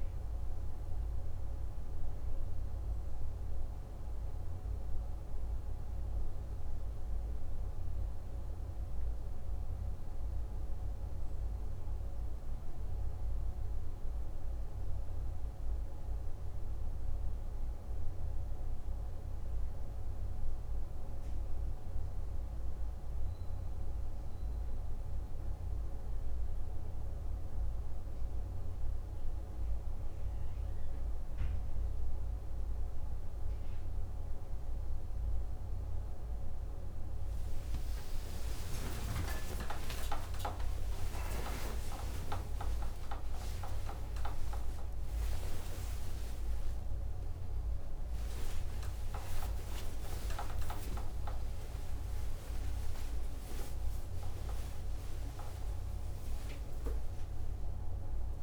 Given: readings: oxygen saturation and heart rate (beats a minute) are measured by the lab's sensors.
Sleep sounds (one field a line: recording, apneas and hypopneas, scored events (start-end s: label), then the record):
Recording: a person awake in a sleep study, by a room microphone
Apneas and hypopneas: none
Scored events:
25.00-55.00 s: new sleep stage, awake
43.50-45.50 s: long interval between heartbeats (device-marked, heart rate 70 before, 132 extreme)
48.50-50.50 s: long interval between heartbeats (device-marked, heart rate 92 before, 160 extreme)
50.50-52.50 s: long interval between heartbeats (device-marked, heart rate 102 before, 173 extreme)
55.00-58.43 s: new sleep stage, N1 (lightest sleep)
From the record:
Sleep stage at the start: N2 (light sleep)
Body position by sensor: on the right side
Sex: male